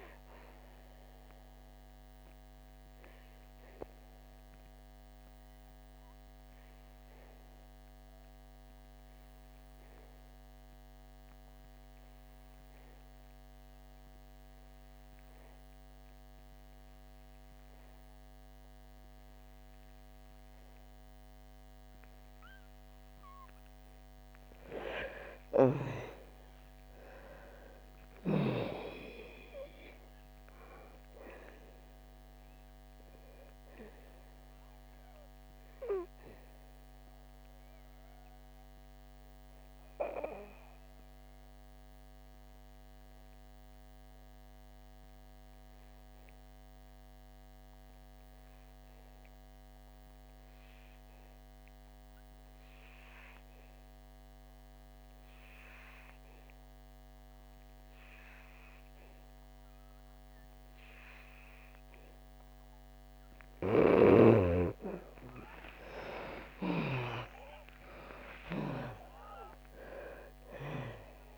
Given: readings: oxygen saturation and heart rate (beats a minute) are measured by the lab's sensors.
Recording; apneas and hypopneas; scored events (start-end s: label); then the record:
breathing in sleep by a microphone on the trachea; 2
0.00-15.50 s: oxygen desaturation (device-marked, oxygen 81% lowest, heart rate 59 extreme)
1.00-23.50 s: obstructive apnea (oxygen 99% before, 80% lowest, heart rate 72 before, 57 extreme, up 7 after)
23.50-51.50 s: oxygen desaturation (device-marked, oxygen 98% before, 82% lowest, heart rate 62 before, 57 extreme)
26.00-30.50 s: arousal
35.50-63.50 s: obstructive apnea (oxygen 98% before, 80% lowest, heart rate 65 before, 57 extreme, up 17 after)
60.50-71.37 s: oxygen desaturation (device-marked, oxygen 98% before, 80% lowest, heart rate 61 before, 57 extreme)
65.50-69.50 s: arousal
From the record:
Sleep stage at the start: N2 (light sleep); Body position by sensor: on the back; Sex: female